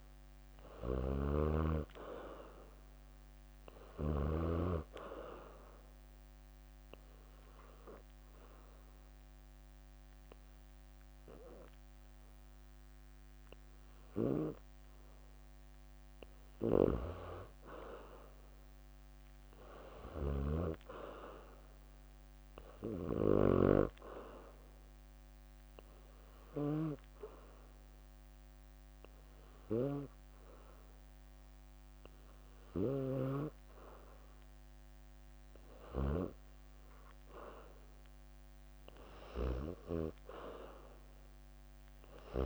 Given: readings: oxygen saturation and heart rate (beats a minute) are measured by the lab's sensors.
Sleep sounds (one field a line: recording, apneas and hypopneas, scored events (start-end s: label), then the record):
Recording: breathing in sleep by a microphone on the trachea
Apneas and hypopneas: 2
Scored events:
0.00-2.00 s: arousal
0.00-4.50 s: leg movement (device-marked)
0.00-4.50 s: snoring (device-marked)
5.50-15.50 s: obstructive apnea (oxygen 96% before, 90% lowest, heart rate 67 before, 62 extreme, up 4 after)
7.00-13.00 s: leg movement (device-marked)
7.00-20.00 s: oxygen desaturation (device-marked, oxygen 96% before, 91% lowest, heart rate 67 before, 62 extreme)
15.50-19.00 s: leg movement (device-marked)
17.50-20.00 s: arousal
19.00-21.50 s: leg movement (device-marked)
23.00-35.50 s: obstructive apnea (oxygen 96% before, 90% lowest, heart rate 67 before, 62 extreme, up 10 after)
24.50-33.00 s: leg movement (device-marked)
29.00-36.00 s: oxygen desaturation (device-marked, oxygen 95% before, 91% lowest, heart rate 66 before, 63 extreme)
36.00-42.46 s: leg movement (device-marked)
37.50-41.50 s: arousal
From the record:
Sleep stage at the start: N2 (light sleep)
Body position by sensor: on the back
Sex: female